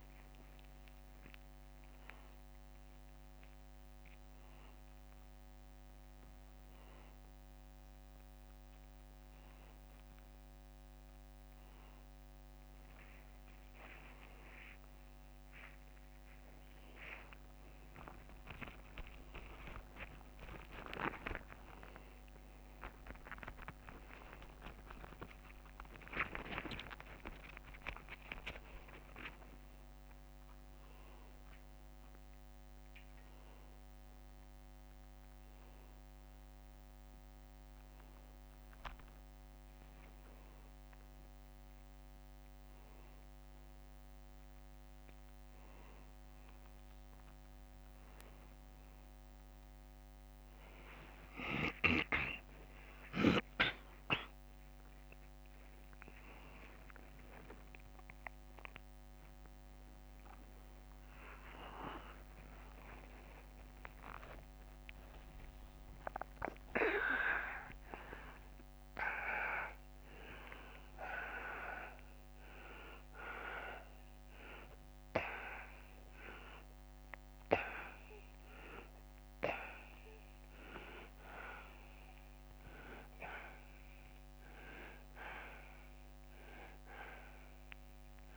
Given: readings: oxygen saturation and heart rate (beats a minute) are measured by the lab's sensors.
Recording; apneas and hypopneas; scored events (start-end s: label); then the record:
a person awake in a sleep study, by a microphone on the trachea; none
0.00-1.50 s: long interval between heartbeats (device-marked, heart rate 112 extreme)
0.00-8.50 s: tachycardia (device-marked, heart rate 120 extreme)
3.00-5.00 s: long interval between heartbeats (device-marked, heart rate 92 before, 112 extreme)
7.50-9.50 s: long interval between heartbeats (device-marked, heart rate 100 before, 117 extreme)
17.50-30.50 s: tachycardia (device-marked, heart rate 95 before, 129 extreme)
18.50-32.50 s: drop in pulse transit time (device-marked, heart rate 103 before, 94 extreme)
19.00-21.00 s: long interval between heartbeats (device-marked, heart rate 103 before, 94 extreme)
21.00-23.00 s: long interval between heartbeats (device-marked, heart rate 102 before, 111 extreme)
25.00-27.00 s: long interval between heartbeats (device-marked, heart rate 102 before, 114 extreme)
28.50-30.50 s: long interval between heartbeats (device-marked, heart rate 102 before, 129 extreme)
38.50-40.50 s: long interval between heartbeats (device-marked, heart rate 107 before, 93 extreme)
42.50-57.50 s: tachycardia (device-marked, heart rate 96 before, 141 extreme)
44.50-46.50 s: long interval between heartbeats (device-marked, heart rate 103 before, 94 extreme)
46.50-48.50 s: long interval between heartbeats (device-marked, heart rate 102 before, 122 extreme)
54.50-56.50 s: long interval between heartbeats (device-marked, heart rate 106 before, 104 extreme)
56.50-69.50 s: drop in pulse transit time (device-marked, heart rate 109 before, 89 extreme)
57.00-59.00 s: long interval between heartbeats (device-marked, heart rate 109 before, 104 extreme)
66.50-68.50 s: long interval between heartbeats (device-marked, heart rate 111 before, 98 extreme)
70.50-79.50 s: tachycardia (device-marked, heart rate 98 before, 175 extreme)
72.50-74.50 s: long interval between heartbeats (device-marked, heart rate 100 before, 97 extreme)
76.50-78.50 s: long interval between heartbeats (device-marked, heart rate 103 before, 164 extreme)
86.50-88.37 s: drop in pulse transit time (device-marked, heart rate 114 before, 75 extreme)
From the record:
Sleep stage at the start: awake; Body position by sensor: upright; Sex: male